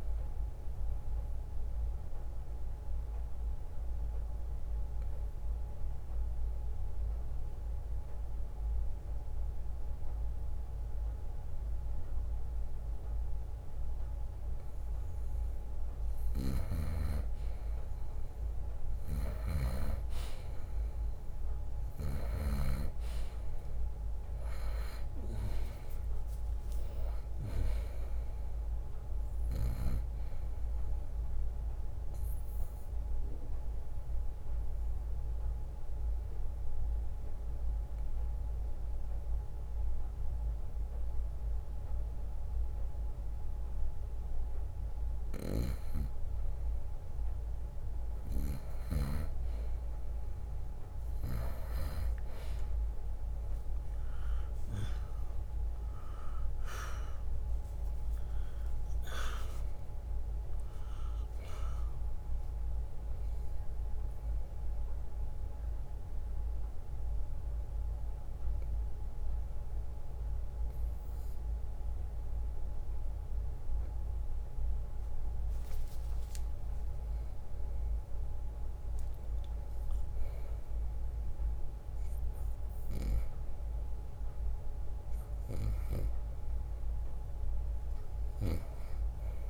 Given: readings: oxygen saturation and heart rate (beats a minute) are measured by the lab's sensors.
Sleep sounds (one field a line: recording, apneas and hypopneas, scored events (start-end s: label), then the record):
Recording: breathing in sleep by a room microphone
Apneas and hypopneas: 3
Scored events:
1.50-14.50 s: obstructive apnea (oxygen 97% before, 91% lowest, heart rate 63 before, 59 extreme, up 1 after)
4.50-14.50 s: oxygen desaturation (device-marked, oxygen 95% before, 91% lowest, heart rate 64 before, 59 extreme)
12.50-16.50 s: bradycardia (device-marked, heart rate 62 before, 59 extreme)
19.00-22.50 s: snoring (device-marked)
21.00-26.50 s: arousal
21.50-35.50 s: drop in pulse transit time (device-marked, heart rate 60 before, 60 extreme)
22.50-49.50 s: oxygen desaturation (device-marked, oxygen 98% before, 91% lowest, heart rate 60 before, 60 extreme)
31.50-46.50 s: obstructive apnea (oxygen 98% before, 91% lowest, heart rate 62 before, 60 extreme, up 1 after)
51.50-57.50 s: arousal
52.50-66.50 s: drop in pulse transit time (device-marked, heart rate 62 before, 60 extreme)
59.50-61.50 s: long interval between heartbeats (device-marked, heart rate 61 before, 68 extreme)
63.50-76.00 s: obstructive apnea (oxygen 97% before, 92% lowest, heart rate 63 before, 58 extreme, up 9 after)
70.50-72.50 s: bradycardia (device-marked, heart rate 63 before, 60 extreme)
71.50-83.50 s: oxygen desaturation (device-marked, oxygen 95% before, 92% lowest, heart rate 64 before, 58 extreme)
75.50-77.50 s: long interval between heartbeats (device-marked, heart rate 64 before, 66 extreme)
77.00-80.50 s: arousal
77.50-87.50 s: drop in pulse transit time (device-marked, heart rate 64 before, 58 extreme)
79.50-89.50 s: bradycardia (device-marked, heart rate 63 before, 58 extreme)
From the record:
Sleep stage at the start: N2 (light sleep)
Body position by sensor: on the right side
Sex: male